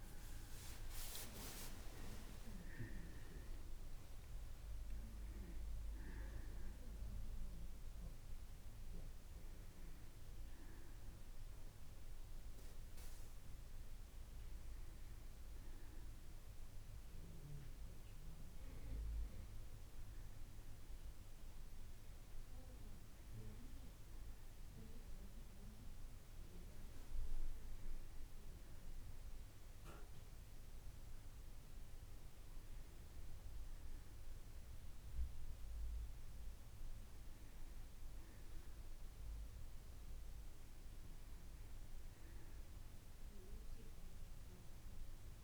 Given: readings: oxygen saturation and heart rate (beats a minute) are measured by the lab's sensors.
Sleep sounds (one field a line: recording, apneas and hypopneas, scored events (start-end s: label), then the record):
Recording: a person partly awake in a sleep study, by a room microphone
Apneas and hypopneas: none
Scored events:
16.50-45.44 s: new sleep stage, N1 (lightest sleep)
From the record:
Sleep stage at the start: awake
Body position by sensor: on the right side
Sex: female